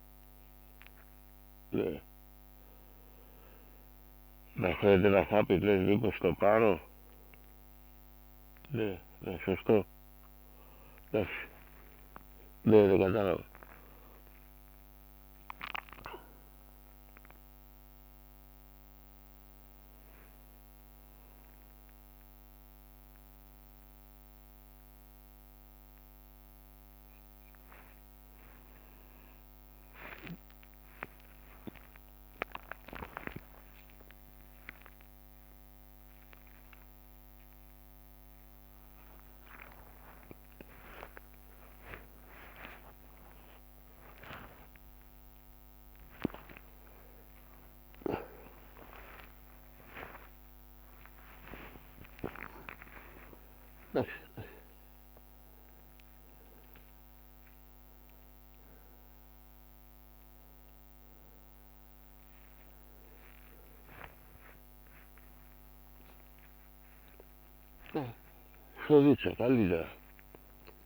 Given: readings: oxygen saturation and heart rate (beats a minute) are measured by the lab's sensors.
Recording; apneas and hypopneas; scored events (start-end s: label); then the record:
a person awake in a sleep study, by a microphone on the trachea; none
0.00-14.00 s: snoring (device-marked)
5.50-7.50 s: long interval between heartbeats (device-marked, heart rate 80 before, 75 extreme)
10.50-15.50 s: tachycardia (device-marked, heart rate 75 before, 104 extreme)
11.50-14.00 s: leg movement (device-marked)
12.00-14.00 s: long interval between heartbeats (device-marked, heart rate 69 before, 83 extreme)
15.50-17.50 s: long interval between heartbeats (device-marked, heart rate 75 before, 115 extreme)
16.50-20.50 s: leg movement (device-marked)
28.50-53.50 s: tachycardia (device-marked, heart rate 76 before, 208 extreme)
29.00-31.00 s: long interval between heartbeats (device-marked, heart rate 85 before, 73 extreme)
32.00-34.00 s: long interval between heartbeats (device-marked, heart rate 85 before, 109 extreme)
34.00-36.00 s: long interval between heartbeats (device-marked, heart rate 88 before, 123 extreme)
36.00-38.00 s: long interval between heartbeats (device-marked, heart rate 90 before, 136 extreme)
36.50-47.50 s: drop in pulse transit time (device-marked, heart rate 91 before, 138 extreme)
38.50-40.50 s: long interval between heartbeats (device-marked, heart rate 94 before, 156 extreme)
42.00-44.00 s: long interval between heartbeats (device-marked, heart rate 105 before, 154 extreme)
46.00-48.00 s: long interval between heartbeats (device-marked, heart rate 123 before, 175 extreme)
48.50-50.50 s: long interval between heartbeats (device-marked, heart rate 141 before, 198 extreme)
51.00-53.00 s: long interval between heartbeats (device-marked, heart rate 154 before, 187 extreme)
53.00-55.00 s: long interval between heartbeats (device-marked, heart rate 163 before, 186 extreme)
53.50-70.86 s: oxygen desaturation (device-marked, oxygen 99% before, 95% lowest, heart rate 167 before, 34 extreme)
57.00-59.00 s: long interval between heartbeats (device-marked, heart rate 171 before, 99 extreme)
59.00-61.00 s: long interval between heartbeats (device-marked, heart rate 167 before, 70 extreme)
61.50-69.50 s: drop in pulse transit time (device-marked, heart rate 154 before, 47 extreme)
62.50-64.50 s: long interval between heartbeats (device-marked, heart rate 149 before, 81 extreme)
65.50-70.86 s: bradycardia (device-marked, heart rate 80 before, 34 extreme)
From the record:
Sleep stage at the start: awake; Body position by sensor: on the back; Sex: male